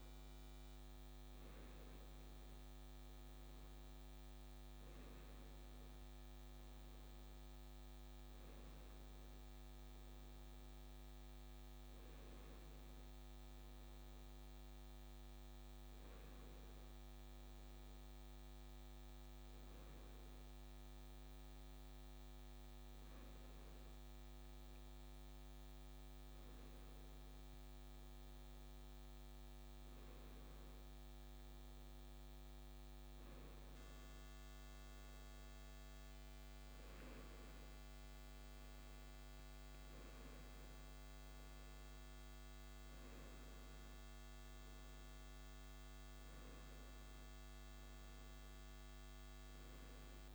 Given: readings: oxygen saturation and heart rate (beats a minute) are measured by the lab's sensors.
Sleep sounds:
a person awake in a sleep study, hard to hear, by a microphone on the trachea; none
none scored
From the record:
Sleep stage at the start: awake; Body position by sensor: on the right side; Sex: male

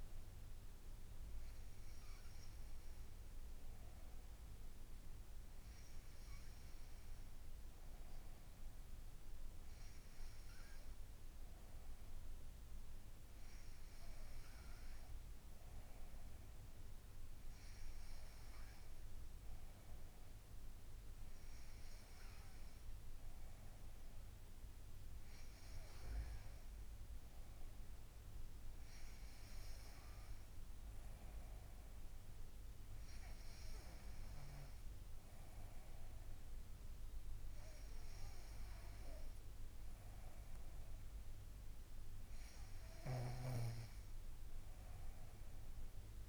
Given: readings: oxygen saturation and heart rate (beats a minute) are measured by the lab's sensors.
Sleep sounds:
breathing in sleep, hard to hear, by a room microphone; none
none scored
From the record:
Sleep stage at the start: N2 (light sleep); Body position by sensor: on the front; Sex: female

